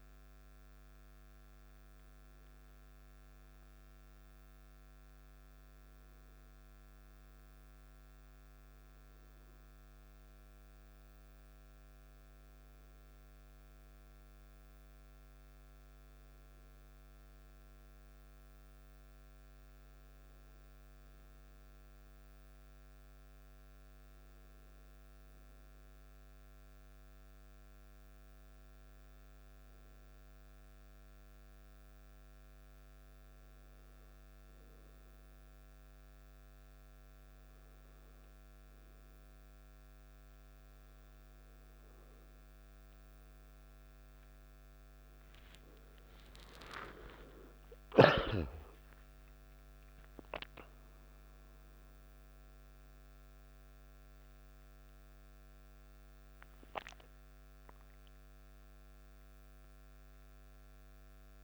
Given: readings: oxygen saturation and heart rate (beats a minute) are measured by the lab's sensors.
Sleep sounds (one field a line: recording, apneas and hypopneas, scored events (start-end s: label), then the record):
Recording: breathing in sleep, hard to hear, by a microphone on the trachea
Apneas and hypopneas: 1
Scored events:
22.00-40.50 s: hypopnea (oxygen 96% before, 94% lowest, heart rate 56 before, 49 extreme, up 4 after)
44.00-48.00 s: arousal
From the record:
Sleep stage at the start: N2 (light sleep)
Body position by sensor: on the back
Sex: male